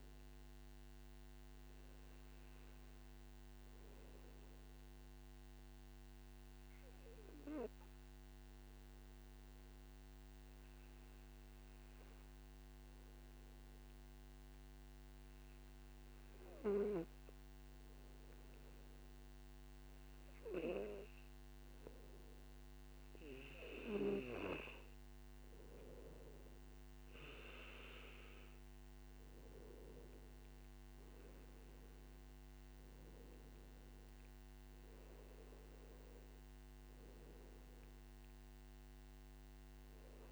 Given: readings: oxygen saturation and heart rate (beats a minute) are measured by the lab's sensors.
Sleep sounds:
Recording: breathing in sleep by a microphone on the trachea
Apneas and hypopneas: 1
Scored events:
5.50-22.00 s: obstructive apnea (oxygen 96% before, 93% lowest, heart rate 60 before, 51 extreme, up 7 after)
24.50-28.50 s: arousal
27.50-40.31 s: oxygen desaturation (device-marked, oxygen 96% before, 93% lowest, heart rate 57 before, 51 extreme)
From the record:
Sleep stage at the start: N2 (light sleep)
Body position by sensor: on the back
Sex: male

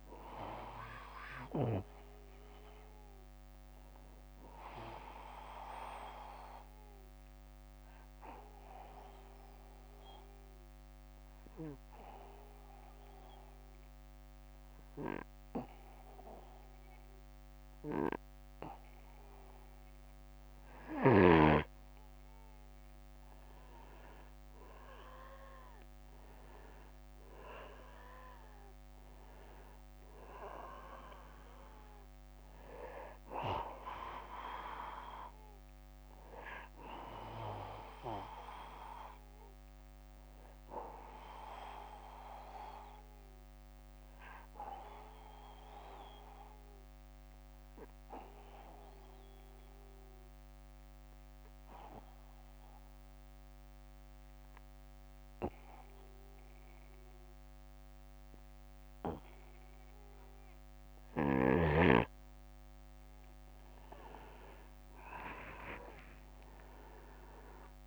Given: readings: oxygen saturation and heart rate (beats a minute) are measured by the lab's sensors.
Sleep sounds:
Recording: breathing in sleep by a microphone on the trachea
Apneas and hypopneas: 2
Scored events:
2.00-14.00 s: oxygen desaturation (device-marked, oxygen 95% before, 92% lowest, heart rate 64 before, 56 extreme)
5.00-18.50 s: obstructive apnea (oxygen 97% before, 92% lowest, heart rate 63 before, 58 extreme, up 6 after)
22.50-27.00 s: arousal
43.00-61.00 s: obstructive apnea (oxygen 98% before, 93% lowest, heart rate 62 before, 58 extreme, up 7 after)
46.00-55.00 s: oxygen desaturation (device-marked, oxygen 96% before, 93% lowest, heart rate 62 before, 59 extreme)
63.00-67.50 s: arousal
From the record:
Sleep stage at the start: N2 (light sleep)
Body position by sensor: on the back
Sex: male

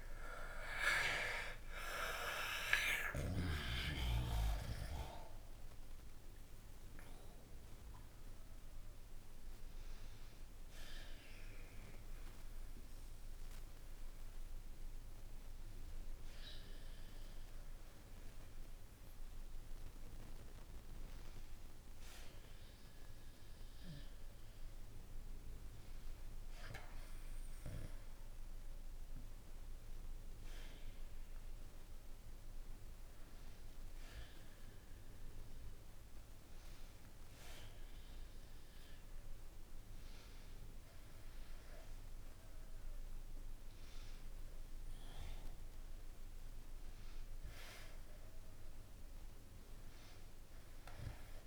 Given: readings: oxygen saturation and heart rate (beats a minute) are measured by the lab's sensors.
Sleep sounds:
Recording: a person partly awake in a sleep study, by a room microphone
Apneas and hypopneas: none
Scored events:
20.00-51.47 s: new sleep stage, N1 (lightest sleep)
From the record:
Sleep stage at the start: awake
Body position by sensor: on the back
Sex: male

